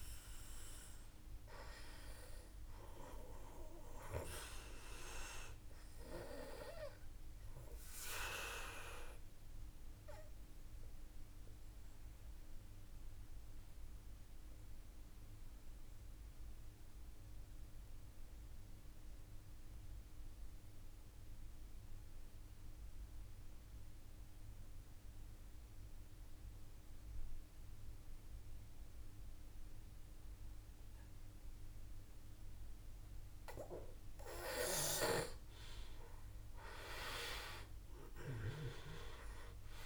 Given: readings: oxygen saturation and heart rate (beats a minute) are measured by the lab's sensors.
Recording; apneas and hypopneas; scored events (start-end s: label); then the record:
breathing in sleep by a room microphone; 1
0.00-16.50 s: oxygen desaturation (device-marked, oxygen 89% lowest, heart rate 50 extreme)
4.50-32.50 s: obstructive apnea (oxygen 97% before, 88% lowest, heart rate 53 before, 51 extreme, up 3 after)
34.50-38.00 s: arousal
34.50-39.85 s: oxygen desaturation (device-marked, oxygen 97% before, 88% lowest, heart rate 53 before, 49 extreme)
From the record:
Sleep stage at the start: N2 (light sleep); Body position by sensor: on the back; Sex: male